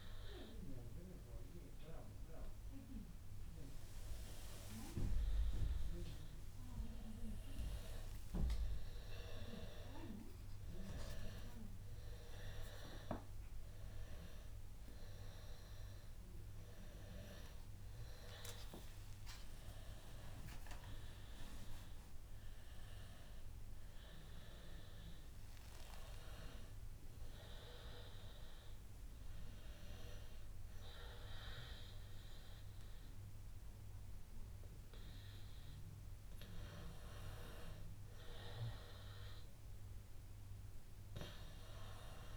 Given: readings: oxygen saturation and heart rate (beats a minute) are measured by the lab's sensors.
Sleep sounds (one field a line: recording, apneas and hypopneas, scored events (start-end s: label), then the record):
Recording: breathing in sleep by a room microphone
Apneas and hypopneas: none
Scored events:
4.50-34.50 s: new sleep stage, N1 (lightest sleep)
10.00-14.50 s: arousal
34.50-42.37 s: new sleep stage, N2 (light sleep)
From the record:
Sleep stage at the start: N2 (light sleep)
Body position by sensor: on the back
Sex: male